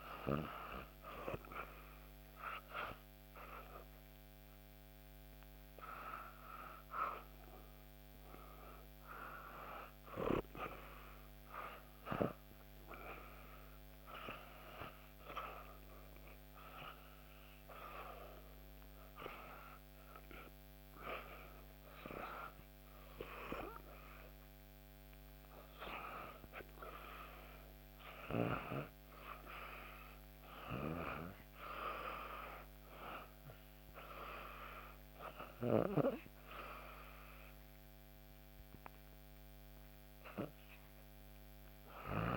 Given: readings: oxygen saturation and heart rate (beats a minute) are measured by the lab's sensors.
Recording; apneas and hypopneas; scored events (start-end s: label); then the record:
breathing in sleep by a microphone on the trachea; none
0.00-7.00 s: oxygen desaturation (device-marked, oxygen 85% lowest, heart rate 74 extreme)
From the record:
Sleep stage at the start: REM sleep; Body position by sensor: on the back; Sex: female